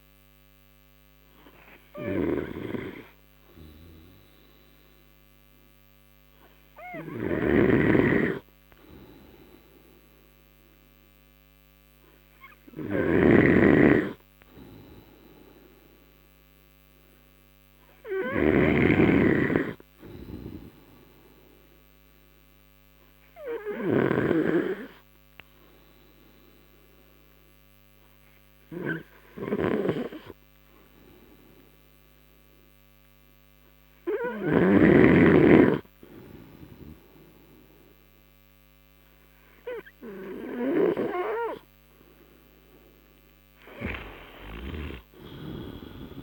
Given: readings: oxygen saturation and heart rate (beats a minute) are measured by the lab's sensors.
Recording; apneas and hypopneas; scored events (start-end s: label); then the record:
breathing in sleep by a microphone on the trachea; 1
8.00-19.50 s: snoring (device-marked)
20.00-36.00 s: obstructive apnea (oxygen 96% before, 91% lowest)
38.00-42.00 s: arousal
From the record:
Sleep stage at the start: N2 (light sleep); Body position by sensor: on the right side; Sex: male